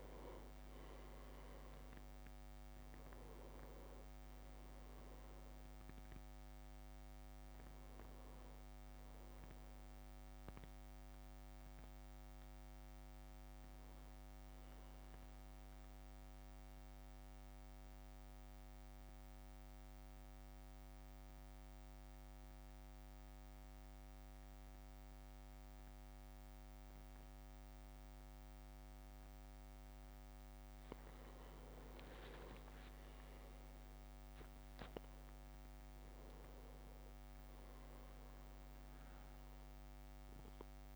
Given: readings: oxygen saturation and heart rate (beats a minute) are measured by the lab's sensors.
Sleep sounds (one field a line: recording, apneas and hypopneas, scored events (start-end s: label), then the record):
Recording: breathing in sleep, hard to hear, by a microphone on the trachea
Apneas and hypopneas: 1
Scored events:
0.00-1.50 s: arousal
0.00-11.50 s: drop in pulse transit time (device-marked, heart rate 54 extreme)
13.50-31.00 s: mixed apnea (oxygen 100% before, 95% lowest, heart rate 57 before, 50 extreme, up 8 after)
31.00-33.50 s: leg movement (device-marked)
32.00-35.50 s: arousal
33.50-40.96 s: drop in pulse transit time (device-marked, heart rate 53 before, 50 extreme)
From the record:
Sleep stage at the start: N2 (light sleep)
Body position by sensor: on the back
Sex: male